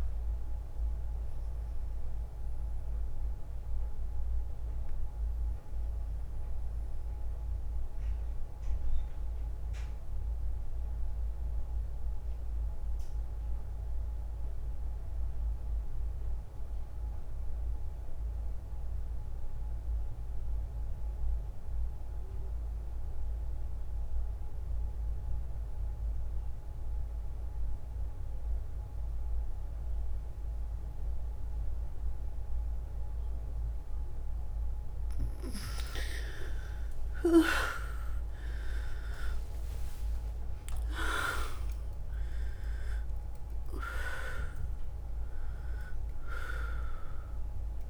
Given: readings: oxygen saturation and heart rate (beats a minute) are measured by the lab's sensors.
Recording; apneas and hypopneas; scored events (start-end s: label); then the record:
breathing in sleep by a room microphone; 1
0.00-8.50 s: oxygen desaturation (device-marked, oxygen 86% lowest, heart rate 55 extreme)
2.00-34.00 s: mixed apnea (oxygen 93% before, 81% lowest, heart rate 66 before, 55 extreme, up 5 after)
32.50-47.90 s: oxygen desaturation (device-marked, oxygen 100% before, 81% lowest, heart rate 58 before, 62 extreme)
From the record:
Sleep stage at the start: N2 (light sleep); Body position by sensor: on the back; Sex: female